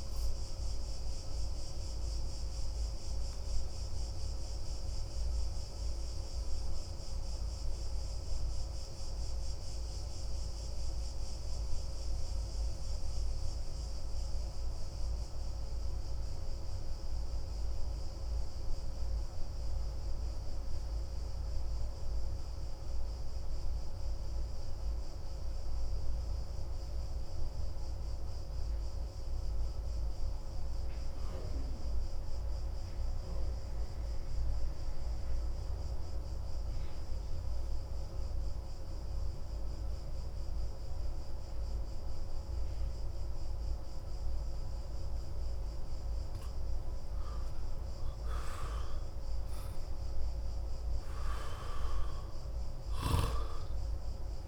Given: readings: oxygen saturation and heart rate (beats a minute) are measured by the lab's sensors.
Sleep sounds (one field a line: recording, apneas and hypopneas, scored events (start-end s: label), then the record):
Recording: breathing in sleep, hard to hear, by a room microphone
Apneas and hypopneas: 1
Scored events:
3.50-44.00 s: obstructive apnea (oxygen 98% before, 82% lowest)
17.50-32.50 s: oxygen desaturation (device-marked, oxygen 93% before, 88% lowest)
45.50-49.50 s: arousal
46.50-54.48 s: oxygen desaturation (device-marked, oxygen 94% before, 82% lowest)
From the record:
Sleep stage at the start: N2 (light sleep)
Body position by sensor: on the back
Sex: male